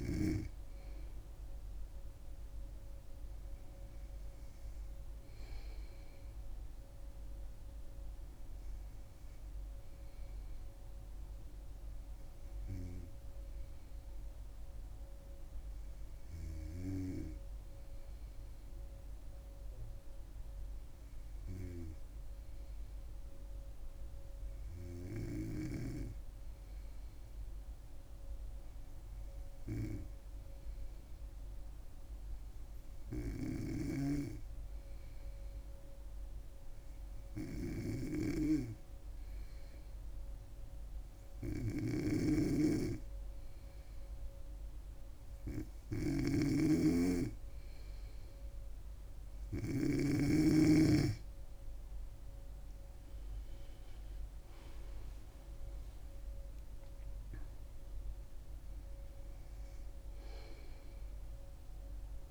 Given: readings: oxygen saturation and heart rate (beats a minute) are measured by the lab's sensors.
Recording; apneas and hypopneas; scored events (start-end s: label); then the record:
breathing in sleep by a room microphone; 1
13.00-48.00 s: hypopnea (oxygen 98% before, 94% lowest, heart rate 68 before, 63 extreme, up 9 after)
42.00-50.50 s: snoring (device-marked)
56.50-61.50 s: arousal
From the record:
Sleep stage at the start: N2 (light sleep); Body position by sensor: on the back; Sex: female